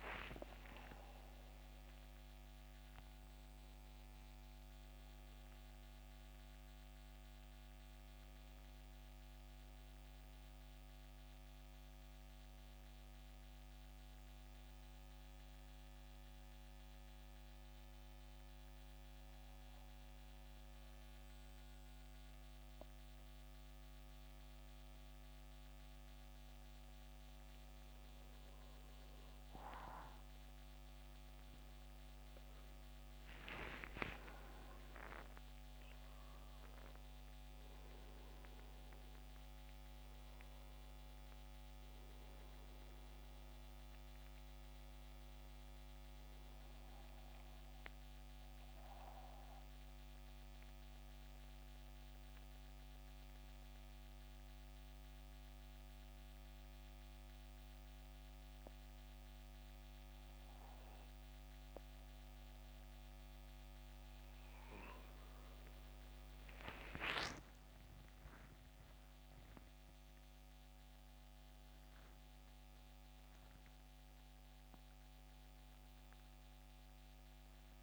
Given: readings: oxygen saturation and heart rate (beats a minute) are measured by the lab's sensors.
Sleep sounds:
breathing in sleep by a microphone on the trachea; 2
0.00-4.00 s: oxygen desaturation (device-marked, oxygen 85% lowest, heart rate 68 extreme)
15.00-28.00 s: hypopnea (oxygen 97% before, 88% lowest, heart rate 75 before, 68 extreme, up 8 after)
27.00-64.00 s: oxygen desaturation (device-marked, oxygen 96% before, 88% lowest, heart rate 71 before, 66 extreme)
30.50-35.00 s: arousal
45.00-77.83 s: new sleep stage, N2 (light sleep)
46.50-63.50 s: mixed apnea (oxygen 96% before, 88% lowest, heart rate 75 before, 66 extreme, up 13 after)
67.00-71.50 s: arousal
From the record:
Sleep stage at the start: N1 (lightest sleep); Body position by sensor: on the back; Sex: male

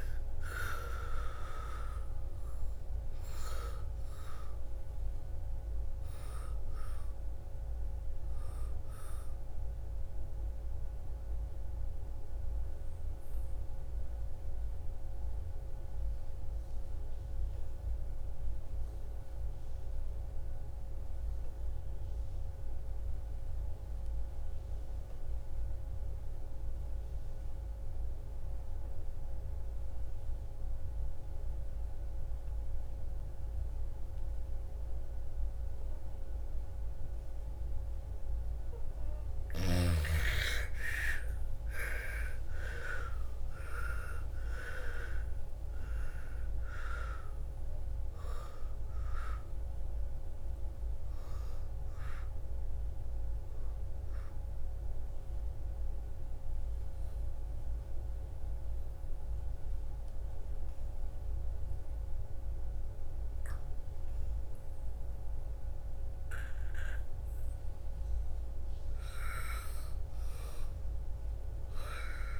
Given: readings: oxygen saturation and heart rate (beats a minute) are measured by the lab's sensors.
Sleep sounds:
breathing in sleep by a room microphone; 2
0.00-3.00 s: arousal
0.00-23.50 s: oxygen desaturation (device-marked, oxygen 79% lowest, heart rate 54 extreme)
9.50-38.00 s: obstructive apnea (oxygen 99% before, 77% lowest, heart rate 64 before, 54 extreme, up 18 after)
36.50-59.50 s: oxygen desaturation (device-marked, oxygen 99% before, 77% lowest, heart rate 57 before, 59 extreme)
40.00-45.50 s: arousal
54.00-67.50 s: obstructive apnea (oxygen 99% before, 78% lowest, heart rate 67 before, 56 extreme, up 7 after)
69.50-72.40 s: arousal
From the record:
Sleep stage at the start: N2 (light sleep); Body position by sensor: on the back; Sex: female

